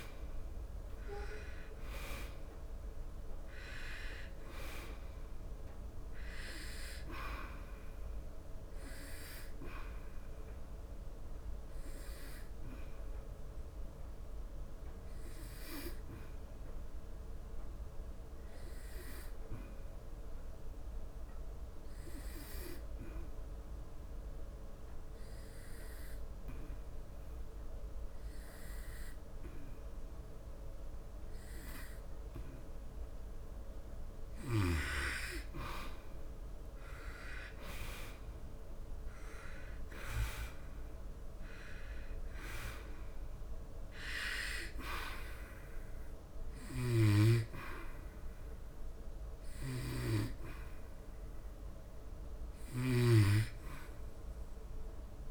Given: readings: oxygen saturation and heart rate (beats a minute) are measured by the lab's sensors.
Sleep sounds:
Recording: breathing in sleep by a room microphone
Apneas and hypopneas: 1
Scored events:
0.00-21.00 s: oxygen desaturation (device-marked, oxygen 90% lowest, heart rate 69 extreme)
9.50-33.00 s: obstructive apnea (oxygen 98% before, 88% lowest, heart rate 77 before, 69 extreme, up 12 after)
35.00-55.31 s: oxygen desaturation (device-marked, oxygen 97% before, 88% lowest, heart rate 74 before, 69 extreme)
35.50-39.50 s: arousal
From the record:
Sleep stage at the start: N2 (light sleep)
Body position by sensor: on the back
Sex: male

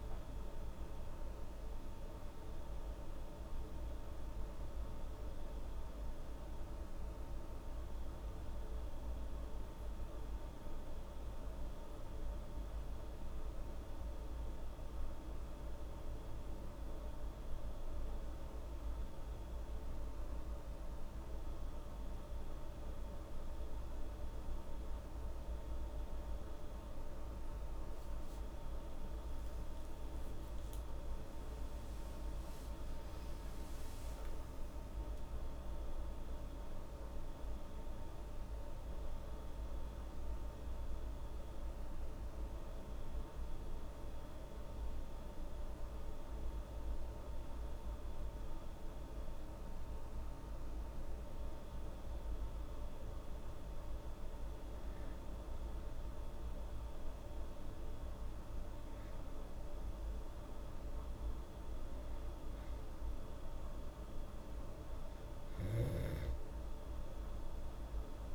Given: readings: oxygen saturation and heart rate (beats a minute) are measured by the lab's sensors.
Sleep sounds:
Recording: breathing in sleep, hard to hear, by a room microphone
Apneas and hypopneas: 1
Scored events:
28.50-33.50 s: arousal
45.00-55.50 s: hypopnea (oxygen 97% before, 95% lowest, heart rate 88 before, 77 extreme, up 2 after)
From the record:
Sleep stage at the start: N2 (light sleep)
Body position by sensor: on the back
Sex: female

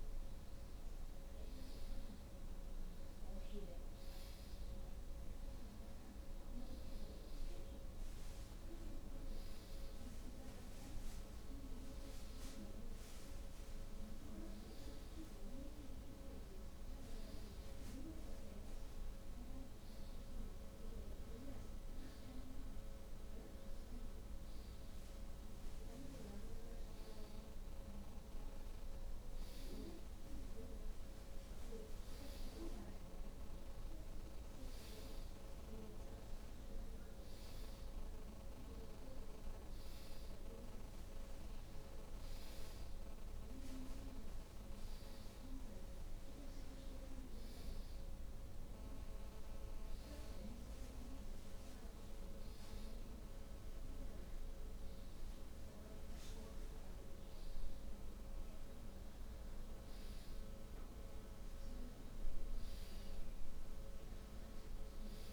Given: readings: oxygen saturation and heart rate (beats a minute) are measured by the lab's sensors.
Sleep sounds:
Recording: breathing in sleep, hard to hear, by a room microphone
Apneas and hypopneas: none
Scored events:
none scored
From the record:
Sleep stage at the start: N2 (light sleep)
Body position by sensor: on the back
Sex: female

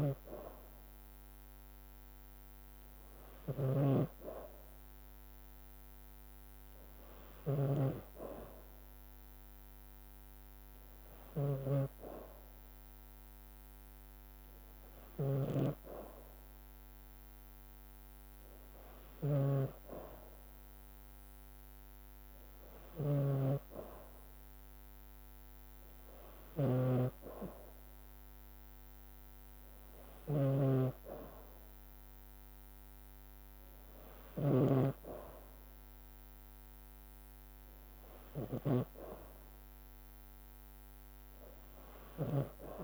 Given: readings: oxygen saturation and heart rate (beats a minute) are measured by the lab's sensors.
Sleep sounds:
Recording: breathing in sleep by a microphone on the trachea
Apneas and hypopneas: none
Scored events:
0.00-42.50 s: snoring (device-marked)
From the record:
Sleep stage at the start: N2 (light sleep)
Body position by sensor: on the back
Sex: female

